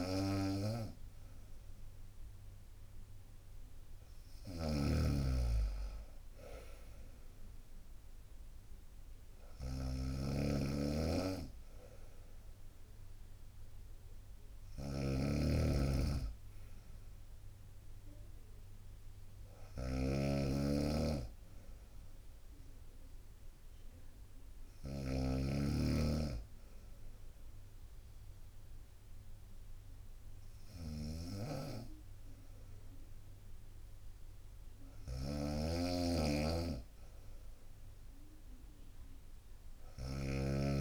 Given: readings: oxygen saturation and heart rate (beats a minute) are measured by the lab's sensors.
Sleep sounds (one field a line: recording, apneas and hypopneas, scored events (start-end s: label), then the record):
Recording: breathing in sleep by a room microphone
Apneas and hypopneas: none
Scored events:
0.00-40.81 s: snoring (device-marked)
1.50-14.50 s: drop in pulse transit time (device-marked, heart rate 63 before, 62 extreme)
From the record:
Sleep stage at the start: N2 (light sleep)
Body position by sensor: on the right side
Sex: female